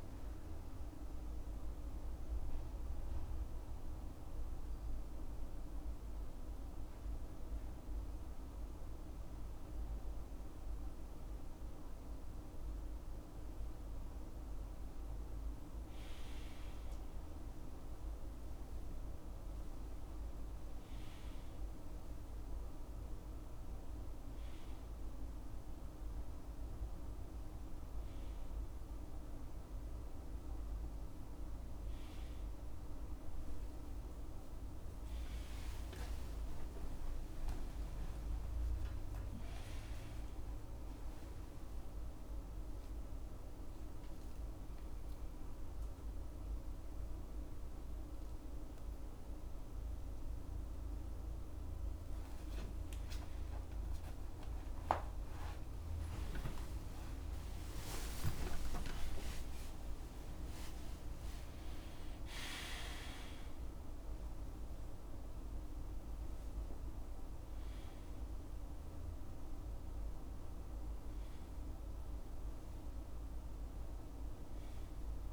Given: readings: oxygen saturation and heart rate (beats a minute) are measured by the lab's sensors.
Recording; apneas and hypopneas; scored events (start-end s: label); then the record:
a person partly awake in a sleep study, hard to hear, by a room microphone; 1
1.00-12.00 s: mixed apnea (oxygen 99% before, 93% lowest, heart rate 87 before, 78 extreme, up 5 after)
10.00-38.00 s: oxygen desaturation (device-marked, oxygen 99% before, 93% lowest, heart rate 83 before, 79 extreme)
26.00-56.00 s: new sleep stage, awake
56.00-62.00 s: tachycardia (device-marked, heart rate 75 before, 112 extreme)
56.00-75.33 s: new sleep stage, N1 (lightest sleep)
57.50-59.50 s: long interval between heartbeats (device-marked, heart rate 88 before, 96 extreme)
From the record:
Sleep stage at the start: N2 (light sleep); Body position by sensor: on the right side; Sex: male